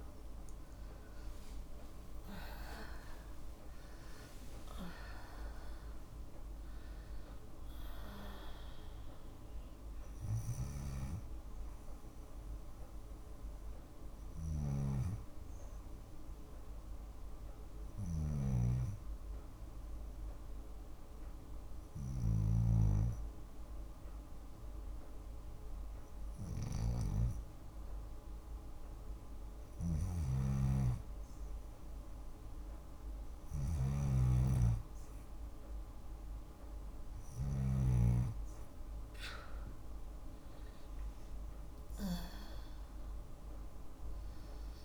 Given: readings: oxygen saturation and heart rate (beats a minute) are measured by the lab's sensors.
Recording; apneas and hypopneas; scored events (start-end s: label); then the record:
breathing in sleep by a room microphone; 1
0.00-5.50 s: arousal
13.50-37.00 s: snoring (device-marked)
17.50-28.00 s: hypopnea (oxygen 94% before, 93% lowest, heart rate 65 before, 56 extreme, up 2 after)
39.50-44.85 s: oxygen desaturation (device-marked, oxygen 97% before, 93% lowest, heart rate 57 before, 55 extreme)
42.50-44.85 s: new sleep stage, N1 (lightest sleep)
43.50-44.85 s: arousal
From the record:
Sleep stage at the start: N2 (light sleep); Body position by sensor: on the left side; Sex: female